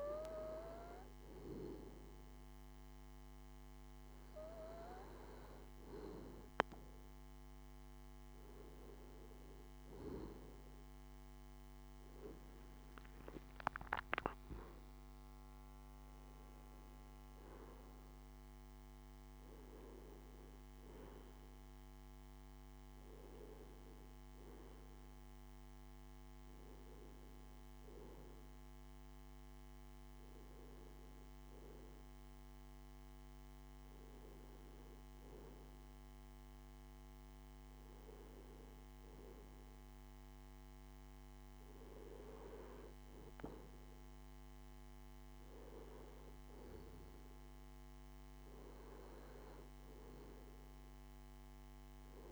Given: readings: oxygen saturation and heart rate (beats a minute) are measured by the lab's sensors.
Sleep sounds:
breathing in sleep by a microphone on the trachea; none
15.50-19.50 s: arousal
From the record:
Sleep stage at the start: N2 (light sleep); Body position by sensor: on the left side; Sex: male

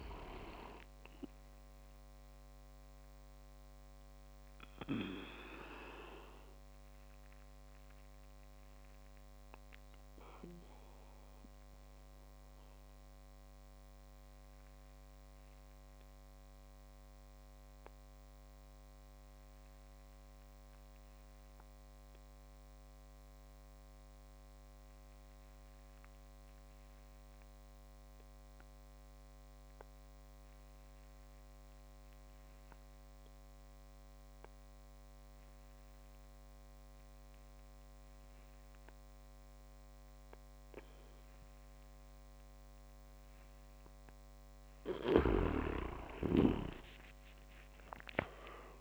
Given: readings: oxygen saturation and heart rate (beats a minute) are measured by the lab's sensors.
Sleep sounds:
breathing in sleep by a microphone on the trachea; 1
0.00-3.50 s: oxygen desaturation (device-marked, oxygen 94% lowest)
3.00-43.00 s: obstructive apnea (oxygen 99% before, 92% lowest)
17.50-26.50 s: oxygen desaturation (device-marked, oxygen 95% before, 92% lowest)
39.50-48.81 s: oxygen desaturation (device-marked, oxygen 99% before, 94% lowest)
45.00-48.81 s: arousal
46.00-48.50 s: leg movement (device-marked)
From the record:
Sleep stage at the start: N2 (light sleep); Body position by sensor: on the back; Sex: male

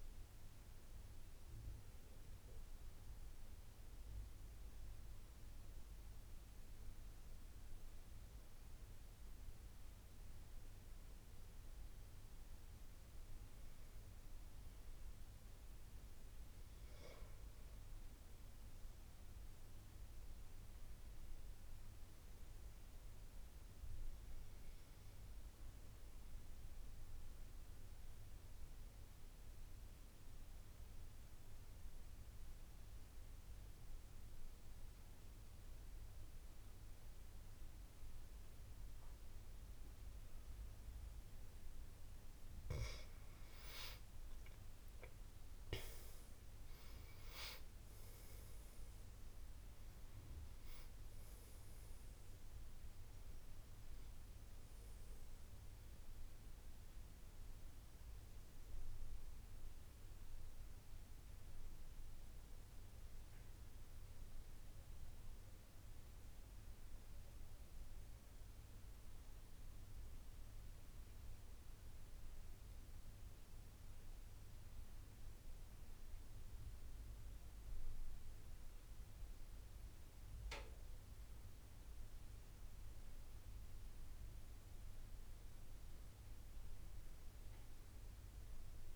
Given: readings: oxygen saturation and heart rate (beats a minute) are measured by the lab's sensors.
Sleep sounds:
breathing in sleep, hard to hear, by a room microphone; 3
1.00-13.00 s: central apnea (oxygen 95% before, 86% lowest, heart rate 77 before, 77 extreme, up 9 after)
13.00-36.00 s: oxygen desaturation (device-marked, oxygen 95% before, 88% lowest, heart rate 78 before, 77 extreme)
16.00-19.50 s: arousal
24.00-42.00 s: obstructive apnea (oxygen 95% before, 86% lowest, heart rate 83 before, 77 extreme, up 10 after)
44.50-49.00 s: arousal
47.00-71.00 s: oxygen desaturation (device-marked, oxygen 94% before, 86% lowest, heart rate 81 before, 72 extreme)
68.50-81.50 s: obstructive apnea (oxygen 94% before, 90% lowest, heart rate 84 before, 71 extreme, up 8 after)
83.50-86.50 s: arousal
From the record:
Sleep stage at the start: N2 (light sleep); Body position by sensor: on the back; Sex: male

